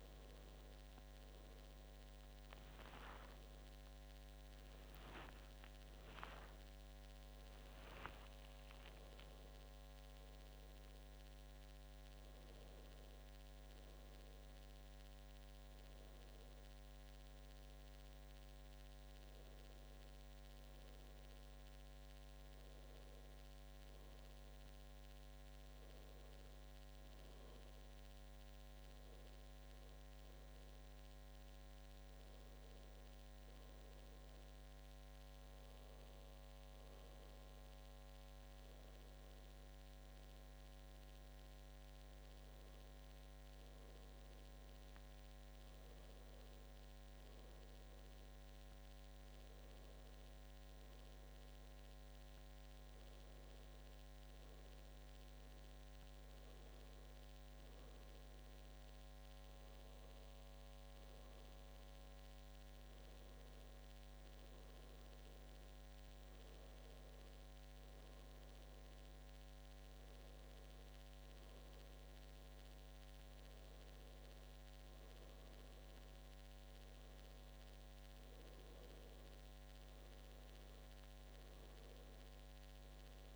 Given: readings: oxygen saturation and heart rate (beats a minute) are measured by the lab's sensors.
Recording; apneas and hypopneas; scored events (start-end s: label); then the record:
breathing in sleep, hard to hear, by a microphone on the trachea; none
0.00-4.00 s: arousal
From the record:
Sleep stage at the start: N2 (light sleep); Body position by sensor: on the back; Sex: male